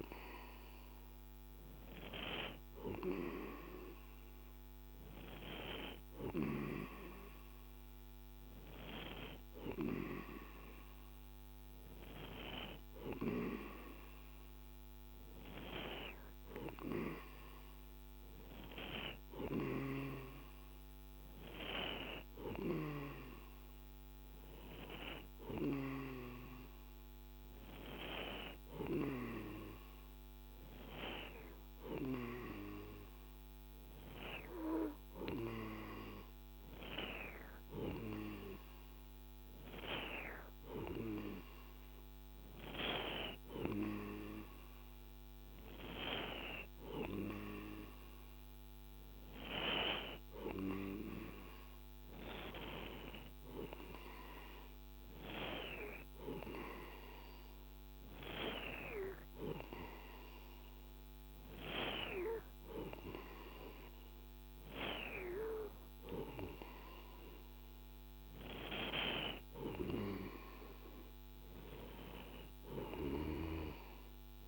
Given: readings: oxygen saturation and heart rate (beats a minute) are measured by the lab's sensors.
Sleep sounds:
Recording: breathing in sleep by a microphone on the trachea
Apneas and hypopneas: none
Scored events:
none scored
From the record:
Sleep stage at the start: N2 (light sleep)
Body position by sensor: on the right side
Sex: male

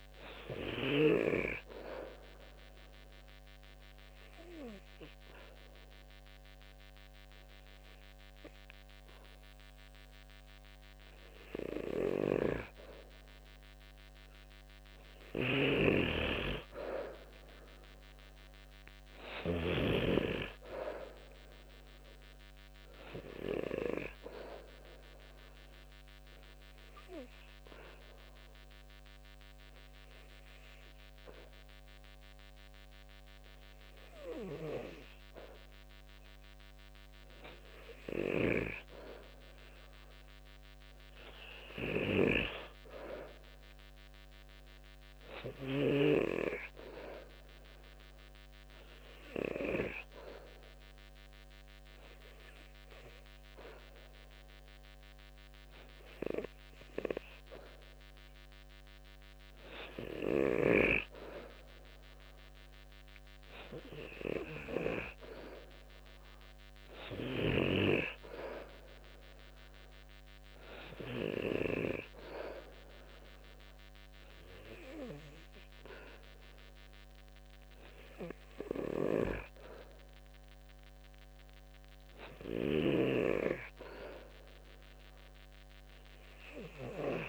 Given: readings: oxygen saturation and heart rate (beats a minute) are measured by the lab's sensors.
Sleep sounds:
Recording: breathing in sleep by a microphone on the trachea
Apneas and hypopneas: 3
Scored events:
0.00-1.00 s: snoring (device-marked)
2.00-12.00 s: obstructive apnea (oxygen 96% before, 90% lowest, heart rate 70 before, 67 extreme, up 6 after)
15.00-19.50 s: snoring (device-marked)
16.50-20.50 s: arousal
23.50-33.50 s: oxygen desaturation (device-marked, oxygen 93% before, 90% lowest, heart rate 72 before, 62 extreme)
25.50-39.00 s: obstructive apnea (oxygen 94% before, 90% lowest, heart rate 72 before, 62 extreme, up 8 after)
41.00-44.00 s: arousal
48.00-60.00 s: obstructive apnea (oxygen 93% before, 90% lowest, heart rate 70 before, 62 extreme, up 6 after)
64.00-67.50 s: arousal
66.50-81.50 s: oxygen desaturation (device-marked, oxygen 93% before, 90% lowest, heart rate 67 before, 67 extreme)
From the record:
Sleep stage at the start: N2 (light sleep)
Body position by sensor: on the back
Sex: male

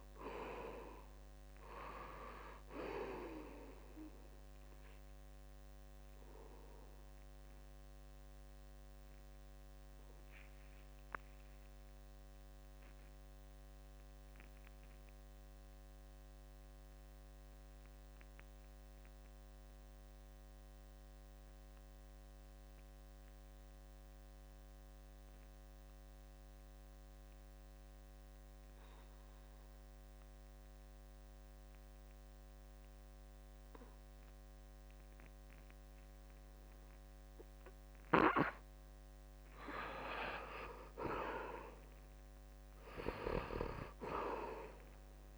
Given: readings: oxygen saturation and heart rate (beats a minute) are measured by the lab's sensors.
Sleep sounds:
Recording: breathing in sleep by a microphone on the trachea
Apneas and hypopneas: 1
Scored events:
0.00-23.50 s: oxygen desaturation (device-marked, oxygen 73% lowest, heart rate 68 extreme)
6.00-37.00 s: obstructive apnea (oxygen 95% before, 73% lowest, heart rate 84 before, 64 extreme, up 6 after)
35.50-45.38 s: oxygen desaturation (device-marked, oxygen 97% before, 74% lowest, heart rate 70 before, 63 extreme)
40.00-43.50 s: arousal
From the record:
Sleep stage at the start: N2 (light sleep)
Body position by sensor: on the back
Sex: male

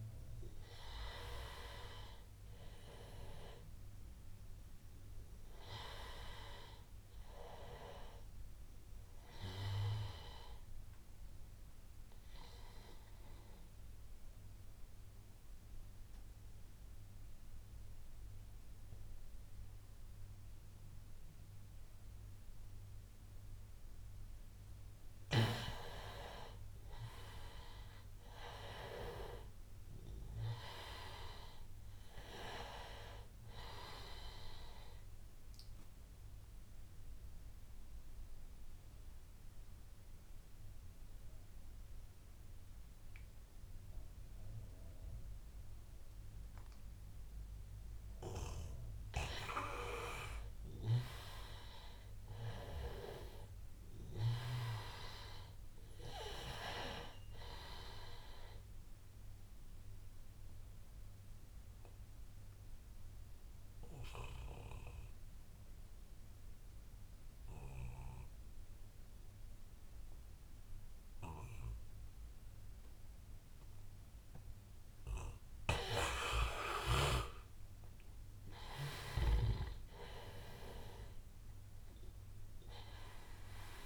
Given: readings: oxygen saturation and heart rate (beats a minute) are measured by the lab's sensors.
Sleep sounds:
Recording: breathing in sleep by a room microphone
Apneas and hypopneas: 3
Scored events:
0.00-14.50 s: oxygen desaturation (device-marked, oxygen 90% lowest, heart rate 85 extreme)
11.00-24.50 s: obstructive apnea (oxygen 97% before, 90% lowest, heart rate 89 before, 82 extreme, up 4 after)
25.50-29.00 s: arousal
32.50-47.50 s: oxygen desaturation (device-marked, oxygen 98% before, 92% lowest, heart rate 88 before, 82 extreme)
35.00-49.00 s: obstructive apnea (oxygen 98% before, 92% lowest, heart rate 88 before, 82 extreme, up 10 after)
50.50-54.00 s: arousal
54.50-71.50 s: oxygen desaturation (device-marked, oxygen 97% before, 93% lowest, heart rate 85 before, 84 extreme)
59.50-75.50 s: obstructive apnea (oxygen 97% before, 91% lowest, heart rate 87 before, 83 extreme, up 4 after)
76.50-79.50 s: arousal
80.50-83.86 s: oxygen desaturation (device-marked, oxygen 97% before, 92% lowest, heart rate 88 before, 83 extreme)
From the record:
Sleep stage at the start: N2 (light sleep)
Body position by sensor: on the back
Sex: male

